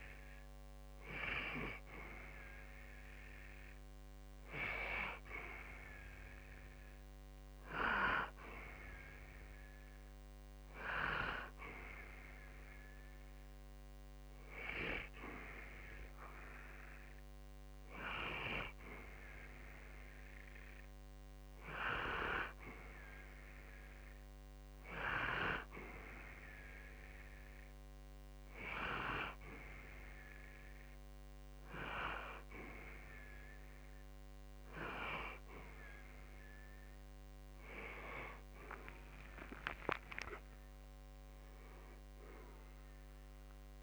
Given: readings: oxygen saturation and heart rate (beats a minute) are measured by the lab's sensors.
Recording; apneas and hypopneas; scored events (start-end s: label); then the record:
breathing in sleep by a microphone on the trachea; none
37.00-41.50 s: arousal
From the record:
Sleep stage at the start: N2 (light sleep); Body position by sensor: on the back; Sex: male